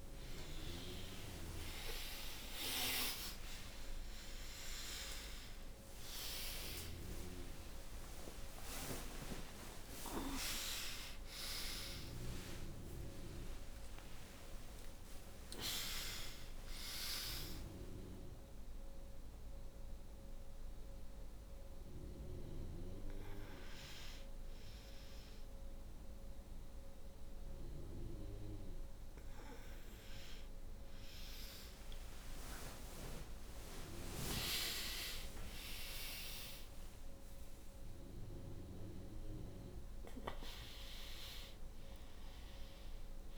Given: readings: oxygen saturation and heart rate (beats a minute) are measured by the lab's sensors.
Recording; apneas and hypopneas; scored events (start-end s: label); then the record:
a person awake in a sleep study, by a room microphone; none
1.50-43.38 s: new sleep stage, awake
From the record:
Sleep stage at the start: N3 (deep sleep); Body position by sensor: on the right side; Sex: female